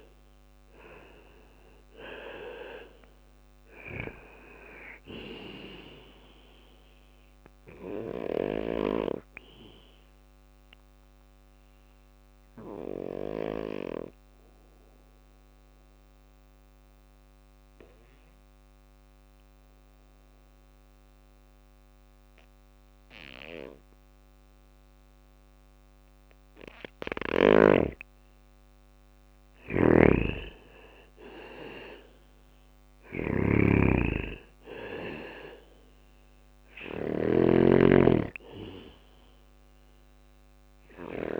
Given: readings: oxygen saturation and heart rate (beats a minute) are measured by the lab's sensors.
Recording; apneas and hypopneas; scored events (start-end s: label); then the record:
breathing in sleep by a microphone on the trachea; 1
0.00-2.00 s: arousal
0.00-9.00 s: drop in pulse transit time (device-marked, heart rate 60 extreme)
0.00-22.00 s: oxygen desaturation (device-marked, oxygen 91% lowest, heart rate 58 extreme)
6.00-20.00 s: bradycardia (device-marked, heart rate 61 before, 58 extreme)
9.50-26.50 s: obstructive apnea (oxygen 99% before, 91% lowest, heart rate 61 before, 58 extreme, up 6 after)
28.00-31.50 s: arousal
28.50-41.39 s: snoring (device-marked)
34.00-41.39 s: oxygen desaturation (device-marked, oxygen 99% before, 93% lowest, heart rate 60 before, 58 extreme)
40.00-41.39 s: bradycardia (device-marked, heart rate 60 before, 59 extreme)
From the record:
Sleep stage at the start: N2 (light sleep); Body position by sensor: on the back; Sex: male